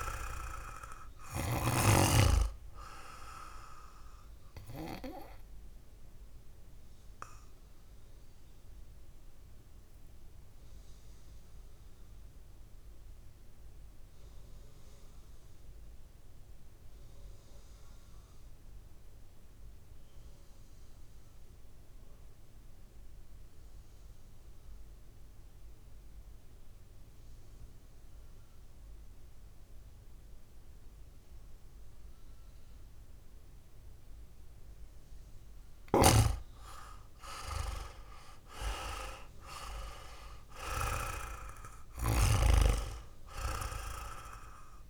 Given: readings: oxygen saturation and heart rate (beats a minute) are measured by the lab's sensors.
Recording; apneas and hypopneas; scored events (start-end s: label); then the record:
breathing in sleep by a room microphone; 1
0.00-20.00 s: oxygen desaturation (device-marked, oxygen 88% lowest, heart rate 53 extreme)
7.00-35.00 s: obstructive apnea (oxygen 100% before, 87% lowest, heart rate 61 before, 53 extreme, up 1 after)
34.00-44.90 s: oxygen desaturation (device-marked, oxygen 99% before, 87% lowest, heart rate 59 before, 53 extreme)
37.00-41.50 s: arousal
From the record:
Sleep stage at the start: N2 (light sleep); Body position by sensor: on the back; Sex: male